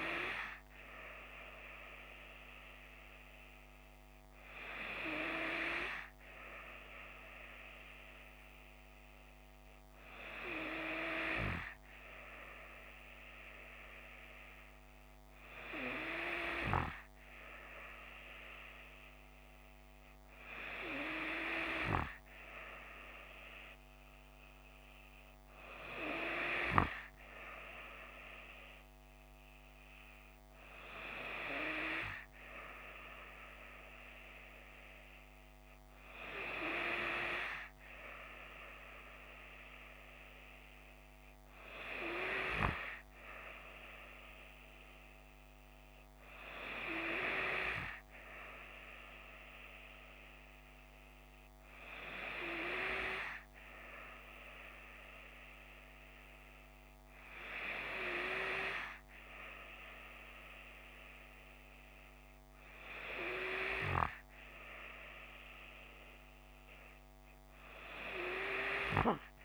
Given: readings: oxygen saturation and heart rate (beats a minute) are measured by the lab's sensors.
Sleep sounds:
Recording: breathing in sleep by a microphone on the trachea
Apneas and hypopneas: none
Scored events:
none scored
From the record:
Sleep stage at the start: N3 (deep sleep)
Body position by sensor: on the left side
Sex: female

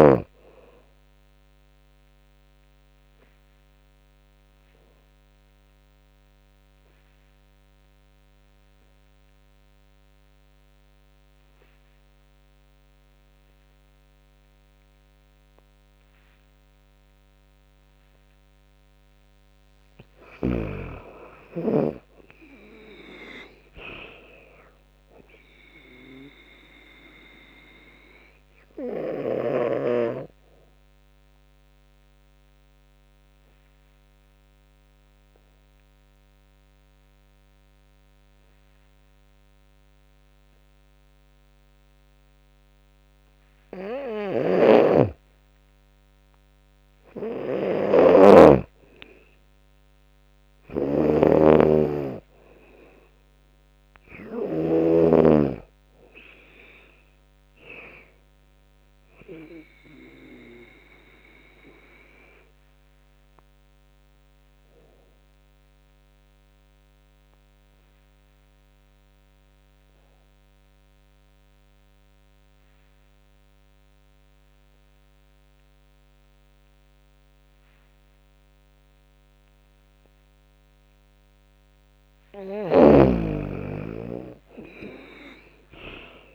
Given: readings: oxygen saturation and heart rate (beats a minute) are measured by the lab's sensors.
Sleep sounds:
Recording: breathing in sleep by a microphone on the trachea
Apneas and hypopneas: 3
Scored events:
0.00-6.50 s: drop in pulse transit time (device-marked, heart rate 74 extreme)
2.00-18.00 s: obstructive apnea (oxygen 99% before, 90% lowest, heart rate 72 before, 62 extreme, up 16 after)
20.00-22.50 s: arousal
20.50-32.50 s: drop in pulse transit time (device-marked, heart rate 75 before, 69 extreme)
22.50-45.50 s: oxygen desaturation (device-marked, oxygen 98% before, 90% lowest, heart rate 75 before, 62 extreme)
27.50-44.00 s: obstructive apnea (oxygen 98% before, 90% lowest, heart rate 77 before, 62 extreme, up 22 after)
43.50-54.50 s: snoring (device-marked)
46.00-49.50 s: arousal
50.50-65.50 s: drop in pulse transit time (device-marked, heart rate 71 before, 77 extreme)
60.00-80.50 s: obstructive apnea (oxygen 99% before, 92% lowest, heart rate 80 before, 63 extreme, up 16 after)
82.00-86.35 s: snoring (device-marked)
82.50-85.50 s: arousal
83.50-86.35 s: drop in pulse transit time (device-marked, heart rate 75 before, 69 extreme)
From the record:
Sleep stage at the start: N2 (light sleep)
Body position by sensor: on the back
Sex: female

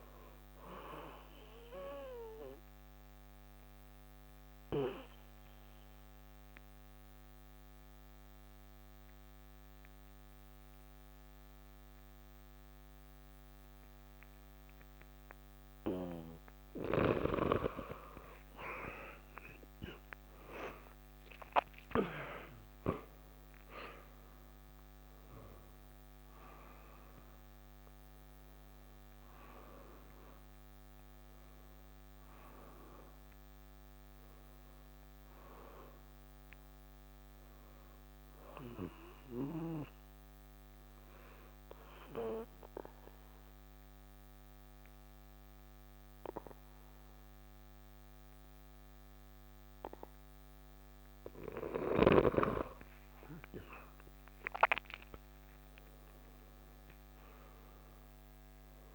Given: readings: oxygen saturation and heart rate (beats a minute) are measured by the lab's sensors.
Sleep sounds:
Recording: breathing in sleep by a microphone on the trachea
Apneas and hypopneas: 2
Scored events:
0.00-12.00 s: oxygen desaturation (device-marked, oxygen 90% lowest, heart rate 62 extreme)
2.50-17.00 s: obstructive apnea (oxygen 97% before, 86% lowest, heart rate 65 before, 62 extreme, up 13 after)
20.00-23.50 s: arousal
20.00-46.00 s: oxygen desaturation (device-marked, oxygen 96% before, 86% lowest, heart rate 64 before, 63 extreme)
39.00-53.00 s: obstructive apnea (oxygen 96% before, 85% lowest, heart rate 70 before, 63 extreme, up 4 after)
55.00-58.95 s: arousal
From the record:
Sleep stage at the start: N2 (light sleep)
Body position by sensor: on the back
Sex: male

